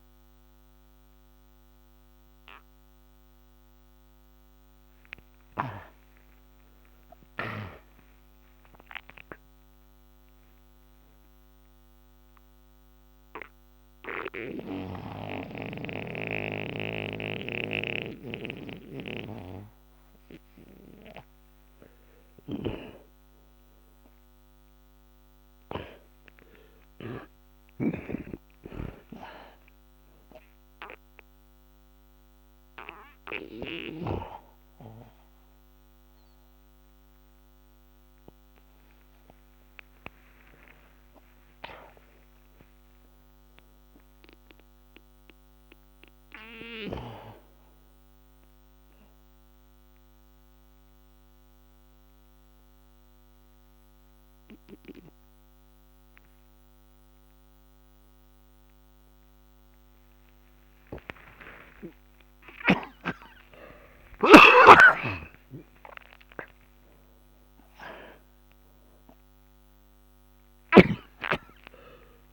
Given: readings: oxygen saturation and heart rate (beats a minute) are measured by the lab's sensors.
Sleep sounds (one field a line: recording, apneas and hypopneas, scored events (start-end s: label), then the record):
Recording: breathing in sleep by a microphone on the trachea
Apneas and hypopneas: 2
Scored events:
0.00-15.00 s: oxygen desaturation (device-marked, oxygen 88% lowest, heart rate 54 extreme)
5.50-8.50 s: arousal
12.00-23.00 s: obstructive apnea (oxygen 94% before, 76% lowest, heart rate 68 before, 54 extreme, up 42 after)
24.50-28.50 s: arousal
25.00-47.00 s: oxygen desaturation (device-marked, oxygen 96% before, 81% lowest, heart rate 65 before, 46 extreme)
40.00-45.00 s: arousal
49.00-65.00 s: oxygen desaturation (device-marked, oxygen 93% before, 84% lowest, heart rate 83 before, 46 extreme)
49.50-60.00 s: obstructive apnea (oxygen 96% before, 76% lowest, heart rate 83 before, 46 extreme, up 10 after)
62.00-66.00 s: arousal
64.50-71.00 s: snoring (device-marked)
From the record:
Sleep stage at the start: N2 (light sleep)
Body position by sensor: on the back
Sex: male